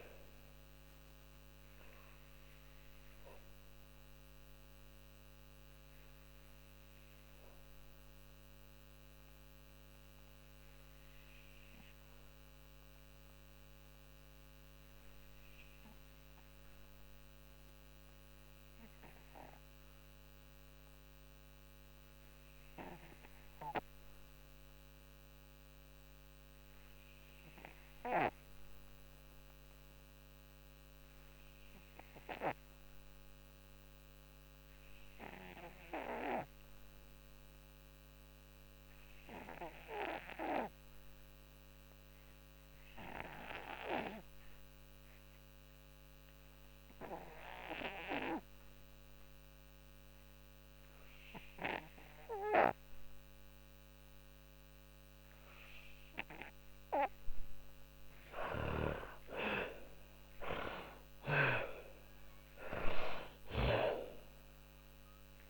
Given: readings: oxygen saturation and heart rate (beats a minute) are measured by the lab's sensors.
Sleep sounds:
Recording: breathing in sleep by a microphone on the trachea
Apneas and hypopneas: 1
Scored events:
0.00-13.50 s: oxygen desaturation (device-marked, oxygen 70% lowest, heart rate 43 extreme)
0.50-54.50 s: obstructive apnea (oxygen 96% before, 64% lowest, heart rate 71 before, 43 extreme, up 30 after)
28.50-65.50 s: oxygen desaturation (device-marked, oxygen 98% before, 64% lowest, heart rate 54 before, 44 extreme)
56.00-60.50 s: arousal
59.50-65.00 s: snoring (device-marked)
From the record:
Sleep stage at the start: REM sleep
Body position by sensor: on the back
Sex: female

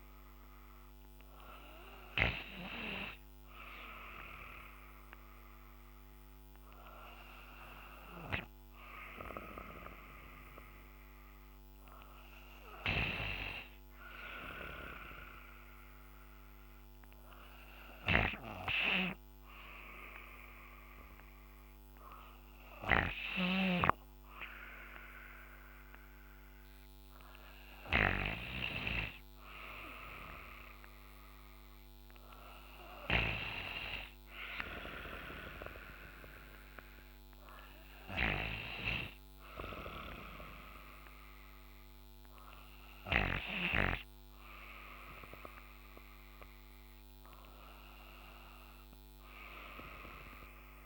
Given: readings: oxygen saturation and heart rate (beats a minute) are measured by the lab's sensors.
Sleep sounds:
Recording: breathing in sleep by a microphone on the trachea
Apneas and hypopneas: none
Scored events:
17.00-50.86 s: new sleep stage, N3 (deep sleep)
From the record:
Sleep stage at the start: N2 (light sleep)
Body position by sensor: on the back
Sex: female

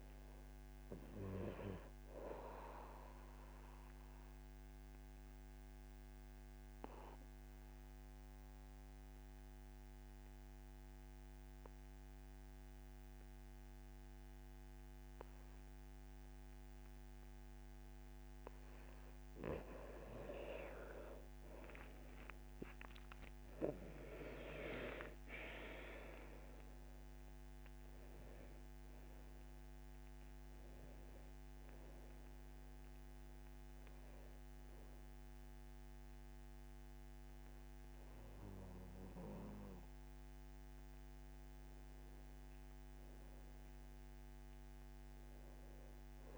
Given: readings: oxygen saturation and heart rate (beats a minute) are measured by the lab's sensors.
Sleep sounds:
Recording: breathing in sleep by a microphone on the trachea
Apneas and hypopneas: 1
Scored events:
0.00-12.00 s: oxygen desaturation (device-marked, oxygen 89% lowest, heart rate 74 extreme)
3.00-18.00 s: obstructive apnea (oxygen 98% before, 85% lowest, heart rate 79 before, 74 extreme, up 10 after)
22.00-45.00 s: oxygen desaturation (device-marked, oxygen 99% before, 85% lowest, heart rate 78 before, 69 extreme)
22.50-26.00 s: arousal
43.00-45.50 s: arousal
From the record:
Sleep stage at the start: N2 (light sleep)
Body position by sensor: on the back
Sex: male

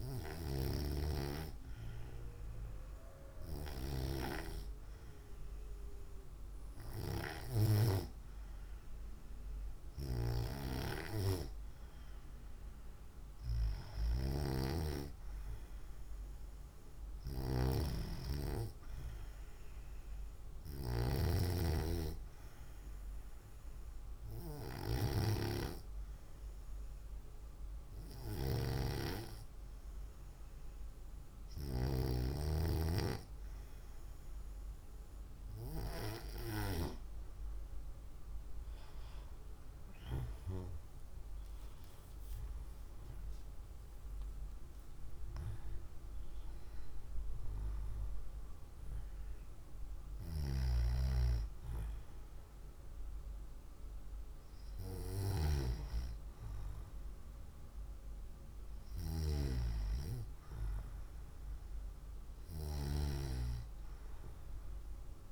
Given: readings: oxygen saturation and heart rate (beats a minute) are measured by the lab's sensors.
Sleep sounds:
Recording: breathing in sleep by a room microphone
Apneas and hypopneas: none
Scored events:
41.50-46.00 s: arousal
From the record:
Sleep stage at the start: N2 (light sleep)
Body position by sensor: on the right side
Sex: female

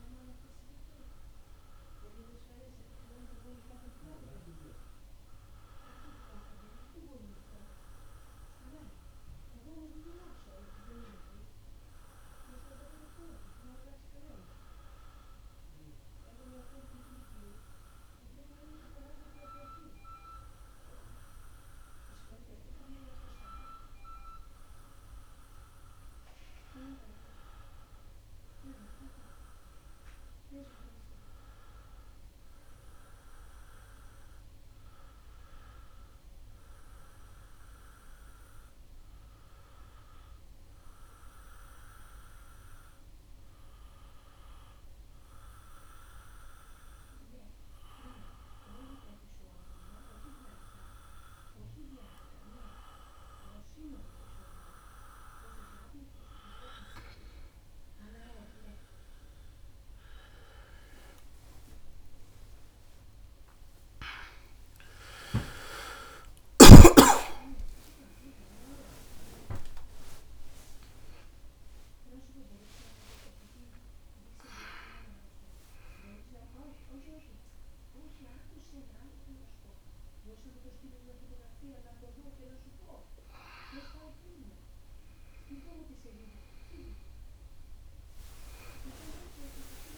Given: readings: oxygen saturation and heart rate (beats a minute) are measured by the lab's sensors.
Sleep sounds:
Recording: a person partly awake in a sleep study, by a room microphone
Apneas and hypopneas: none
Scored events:
62.00-64.00 s: long interval between heartbeats (device-marked, heart rate 74 before, 90 extreme)
64.00-89.98 s: new sleep stage, awake
64.50-66.50 s: long interval between heartbeats (device-marked, heart rate 76 before, 107 extreme)
88.00-89.98 s: long interval between heartbeats (device-marked, heart rate 97 before, 100 extreme)
From the record:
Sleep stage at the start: N2 (light sleep)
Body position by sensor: on the back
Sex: male

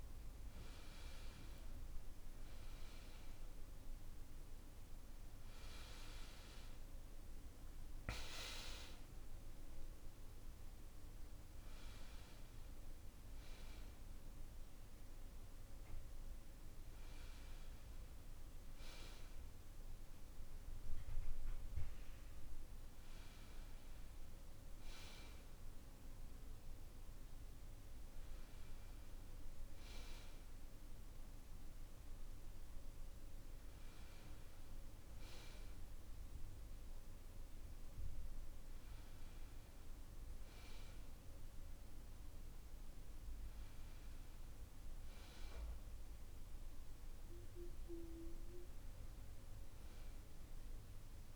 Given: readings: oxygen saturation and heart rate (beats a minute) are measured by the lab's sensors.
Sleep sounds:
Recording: a person partly awake in a sleep study, by a room microphone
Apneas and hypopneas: none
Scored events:
20.00-51.36 s: new sleep stage, N2 (light sleep)
From the record:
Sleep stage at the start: awake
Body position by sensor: on the back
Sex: male

